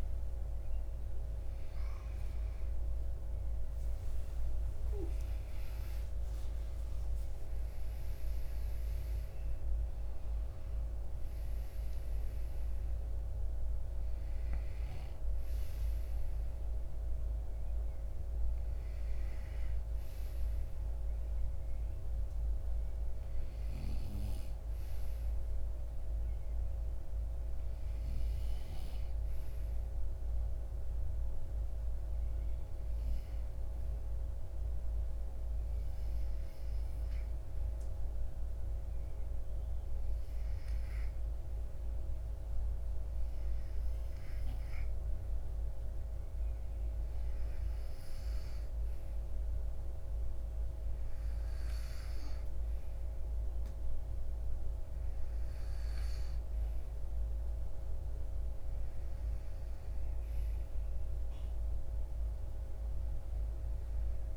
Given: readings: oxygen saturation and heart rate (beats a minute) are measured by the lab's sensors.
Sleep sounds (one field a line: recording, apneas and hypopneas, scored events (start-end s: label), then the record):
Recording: breathing in sleep, hard to hear, by a room microphone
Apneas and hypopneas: 1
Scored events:
0.00-4.50 s: arousal
0.00-34.50 s: oxygen desaturation (device-marked, oxygen 91% lowest, heart rate 55 extreme)
29.00-47.50 s: hypopnea (oxygen 93% before, 89% lowest, heart rate 61 before, 55 extreme, up 4 after)
51.50-56.50 s: arousal
52.50-64.37 s: oxygen desaturation (device-marked, oxygen 95% before, 93% lowest, heart rate 60 before, 55 extreme)
From the record:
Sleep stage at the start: REM sleep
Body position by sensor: on the right side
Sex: male